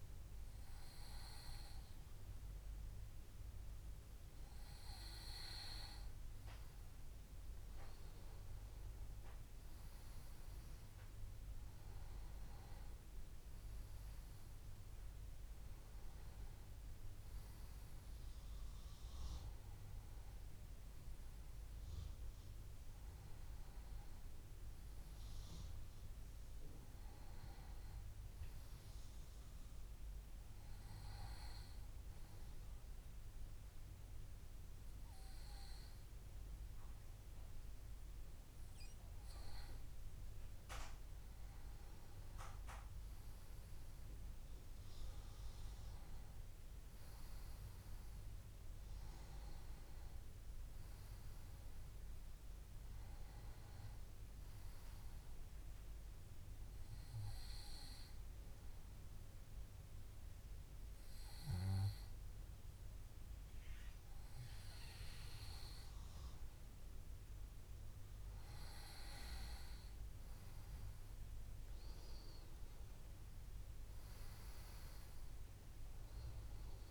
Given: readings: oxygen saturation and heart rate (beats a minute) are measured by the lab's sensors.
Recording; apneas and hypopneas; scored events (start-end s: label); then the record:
breathing in sleep by a room microphone; 2
19.00-22.50 s: arousal
24.00-76.91 s: new sleep stage, N2 (light sleep)
32.00-42.50 s: hypopnea (oxygen 96% before, 94% lowest, heart rate 70 before, 65 extreme, up 3 after)
44.50-48.50 s: arousal
57.50-69.50 s: hypopnea (oxygen 96% before, 94% lowest, heart rate 67 before, 67 extreme, up 4 after)
72.50-76.00 s: arousal
From the record:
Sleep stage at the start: N1 (lightest sleep); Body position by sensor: on the back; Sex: male